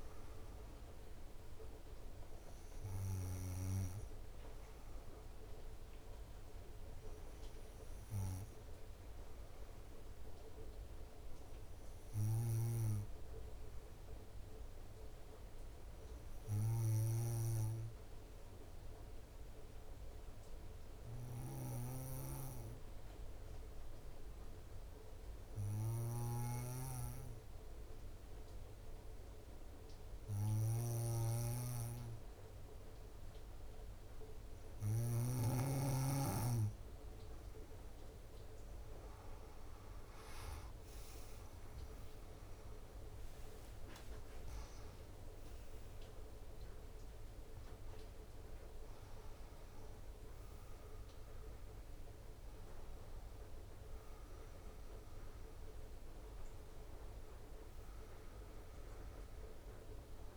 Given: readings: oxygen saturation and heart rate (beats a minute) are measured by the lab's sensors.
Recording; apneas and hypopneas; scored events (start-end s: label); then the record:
breathing in sleep by a room microphone; 1
14.00-34.50 s: obstructive apnea (oxygen 97% before, 91% lowest, heart rate 64 before, 61 extreme, up 9 after)
33.00-60.37 s: oxygen desaturation (device-marked, oxygen 97% before, 91% lowest, heart rate 62 before, 58 extreme)
43.50-45.50 s: long interval between heartbeats (device-marked, heart rate 64 before, 87 extreme)
45.00-51.00 s: arousal
From the record:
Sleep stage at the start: N2 (light sleep); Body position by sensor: on the back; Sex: female